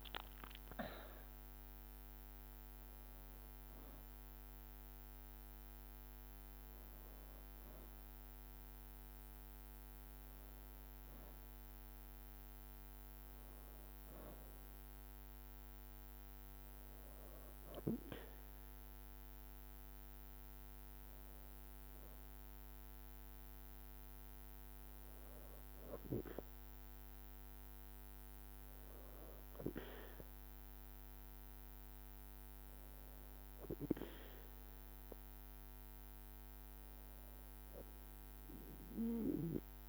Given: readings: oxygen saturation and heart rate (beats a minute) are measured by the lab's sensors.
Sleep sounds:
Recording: breathing in sleep by a microphone on the trachea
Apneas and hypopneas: none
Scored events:
0.00-2.00 s: arousal
From the record:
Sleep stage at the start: N2 (light sleep)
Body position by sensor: on the back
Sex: female

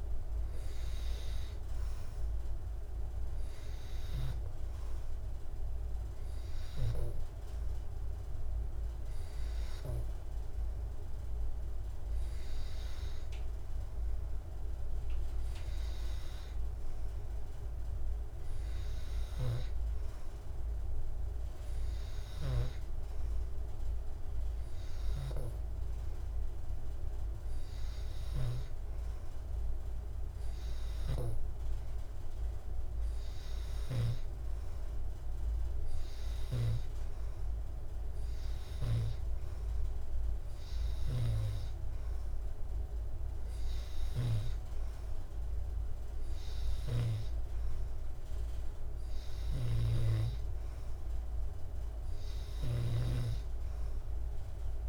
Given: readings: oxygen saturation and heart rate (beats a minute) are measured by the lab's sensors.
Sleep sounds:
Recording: breathing in sleep by a room microphone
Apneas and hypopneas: none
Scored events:
0.00-1.50 s: arousal
0.50-17.50 s: oxygen desaturation (device-marked, oxygen 98% before, 94% lowest, heart rate 71 before, 68 extreme)
From the record:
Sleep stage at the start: N2 (light sleep)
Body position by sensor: on the back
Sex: male

